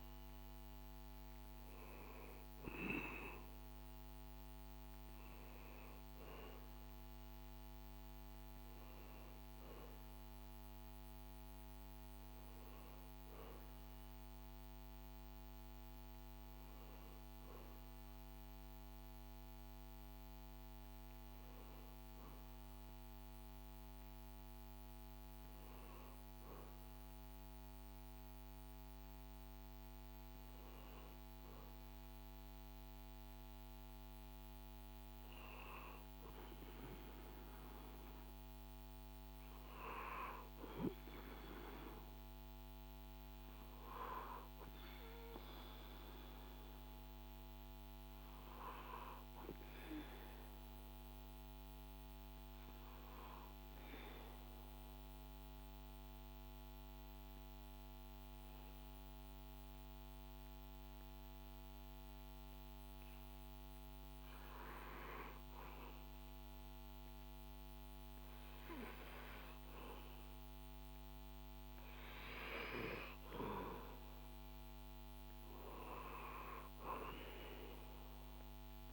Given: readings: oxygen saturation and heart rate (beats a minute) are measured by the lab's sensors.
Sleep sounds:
breathing in sleep by a microphone on the trachea; 1
42.50-47.00 s: arousal
53.50-70.50 s: obstructive apnea (oxygen 98% before, 93% lowest, heart rate 69 before, 65 extreme, up 6 after)
67.00-78.93 s: oxygen desaturation (device-marked, oxygen 96% before, 93% lowest, heart rate 67 before, 63 extreme)
72.50-77.00 s: arousal
From the record:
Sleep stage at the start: N1 (lightest sleep); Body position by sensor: on the back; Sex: male

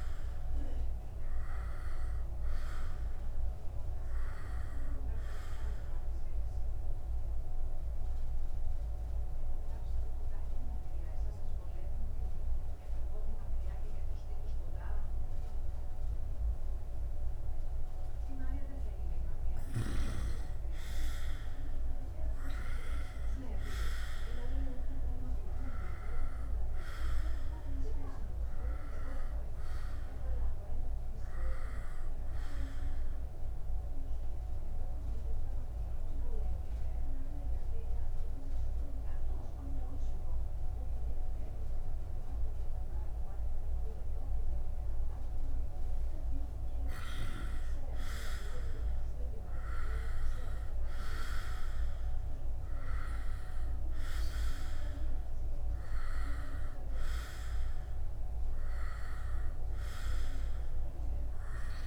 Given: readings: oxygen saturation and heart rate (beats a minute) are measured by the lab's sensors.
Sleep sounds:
breathing in sleep by a room microphone; 2
0.00-16.50 s: oxygen desaturation (device-marked, oxygen 89% lowest, heart rate 66 extreme)
7.00-20.00 s: obstructive apnea (oxygen 98% before, 89% lowest, heart rate 67 before, 66 extreme)
21.50-25.00 s: arousal
28.50-46.50 s: oxygen desaturation (device-marked, oxygen 98% before, 92% lowest, heart rate 68 before, 65 extreme)
34.00-46.50 s: obstructive apnea (oxygen 98% before, 89% lowest, heart rate 67 before, 65 extreme)
48.50-53.00 s: arousal
53.50-61.87 s: oxygen desaturation (device-marked, oxygen 97% before, 89% lowest, heart rate 68 before, 69 extreme)
From the record:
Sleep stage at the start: N2 (light sleep); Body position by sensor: upright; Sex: male

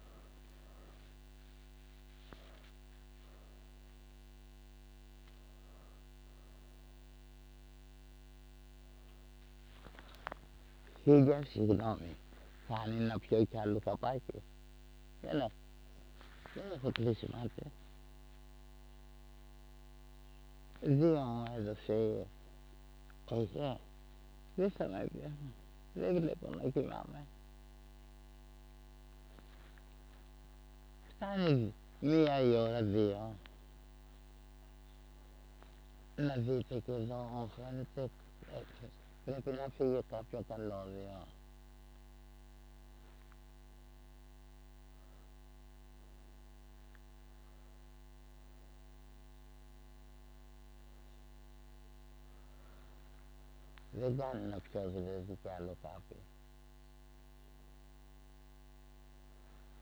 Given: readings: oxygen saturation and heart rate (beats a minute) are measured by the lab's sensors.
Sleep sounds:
breathing in sleep by a microphone on the trachea; none
none scored
From the record:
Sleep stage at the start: N1 (lightest sleep); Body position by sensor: on the right side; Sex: female

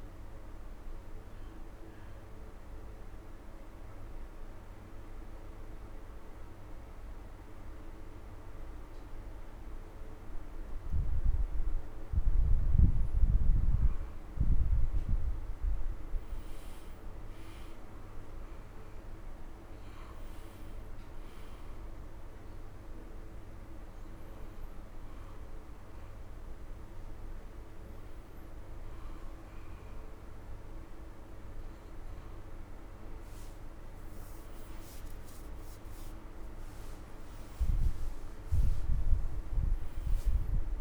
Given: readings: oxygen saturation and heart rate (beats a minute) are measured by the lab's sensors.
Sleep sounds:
breathing in sleep, hard to hear, by a room microphone; 1
0.00-7.00 s: oxygen desaturation (device-marked, oxygen 93% lowest, heart rate 39 extreme)
1.50-12.00 s: obstructive apnea (oxygen 99% before, 87% lowest, heart rate 119 before, 39 extreme, up 21 after)
15.00-18.50 s: arousal
21.00-32.00 s: oxygen desaturation (device-marked, oxygen 96% before, 91% lowest, heart rate 103 before, 39 extreme)
38.00-40.81 s: arousal
From the record:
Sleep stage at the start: N2 (light sleep); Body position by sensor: on the right side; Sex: male

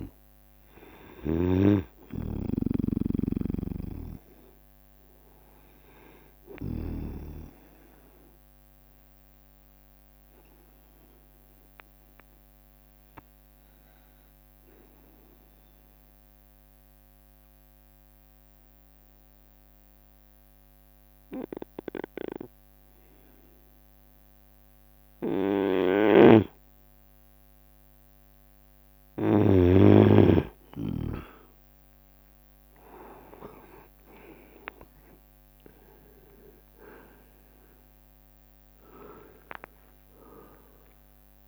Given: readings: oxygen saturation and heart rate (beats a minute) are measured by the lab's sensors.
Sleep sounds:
breathing in sleep by a microphone on the trachea; 1
0.00-1.50 s: arousal
0.00-2.00 s: snoring (device-marked)
0.00-9.00 s: drop in pulse transit time (device-marked, heart rate 72 extreme)
0.00-18.00 s: oxygen desaturation (device-marked, oxygen 90% lowest, heart rate 70 extreme)
4.00-7.50 s: snoring (device-marked)
14.00-27.50 s: obstructive apnea (oxygen 95% before, 90% lowest, heart rate 74 before, 70 extreme, up 7 after)
24.50-27.00 s: leg movement (device-marked)
26.50-30.00 s: snoring (device-marked)
27.50-31.00 s: leg movement (device-marked)
30.00-35.50 s: arousal
32.00-41.47 s: oxygen desaturation (device-marked, oxygen 97% before, 90% lowest, heart rate 72 before, 70 extreme)
33.50-35.00 s: leg movement (device-marked)
35.00-41.47 s: drop in pulse transit time (device-marked, heart rate 72 before, 74 extreme)
39.00-41.47 s: leg movement (device-marked)
From the record:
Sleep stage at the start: N2 (light sleep); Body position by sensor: on the right side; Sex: male

